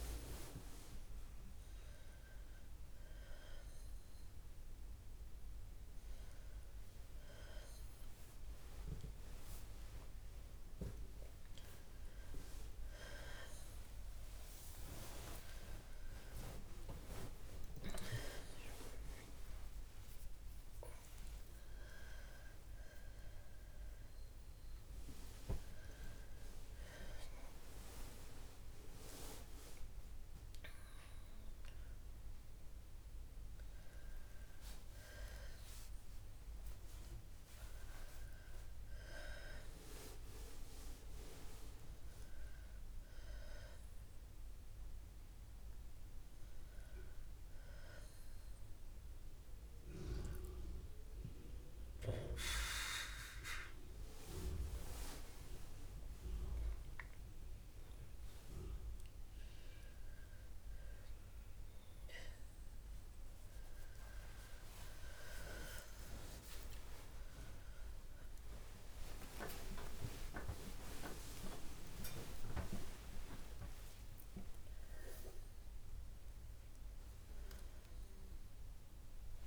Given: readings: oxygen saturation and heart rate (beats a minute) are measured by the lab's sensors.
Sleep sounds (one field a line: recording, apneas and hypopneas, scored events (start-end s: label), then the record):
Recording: a person awake in a sleep study, by a room microphone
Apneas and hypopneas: none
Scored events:
68.00-76.00 s: oxygen desaturation (device-marked, oxygen 96% before, 93% lowest, heart rate 69 before, 64 extreme)
From the record:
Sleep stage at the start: awake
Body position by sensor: on the back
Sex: female